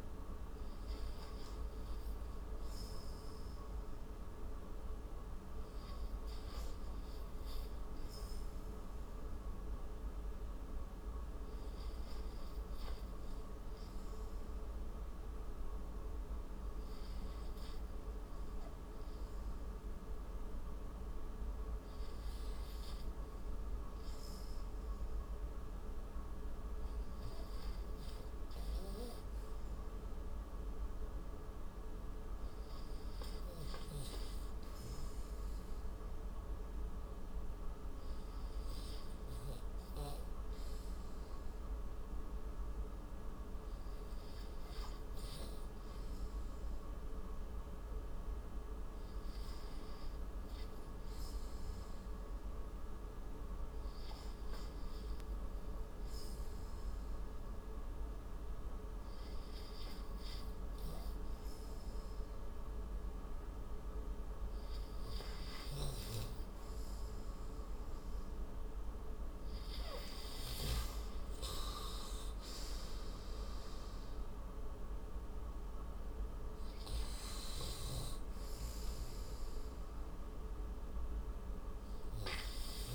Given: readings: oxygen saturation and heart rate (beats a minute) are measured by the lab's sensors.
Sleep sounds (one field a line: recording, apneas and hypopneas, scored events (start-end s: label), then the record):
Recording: breathing in sleep, hard to hear, by a room microphone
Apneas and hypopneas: none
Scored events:
0.00-7.00 s: oxygen desaturation (device-marked, oxygen 83% lowest, heart rate 68 extreme)
13.00-25.00 s: oxygen desaturation (device-marked, oxygen 91% before, 86% lowest, heart rate 79 before, 65 extreme)
48.00-50.00 s: tachycardia (device-marked, heart rate 73 before, 91 extreme)
69.50-74.00 s: arousal
From the record:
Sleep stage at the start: REM sleep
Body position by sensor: on the right side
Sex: male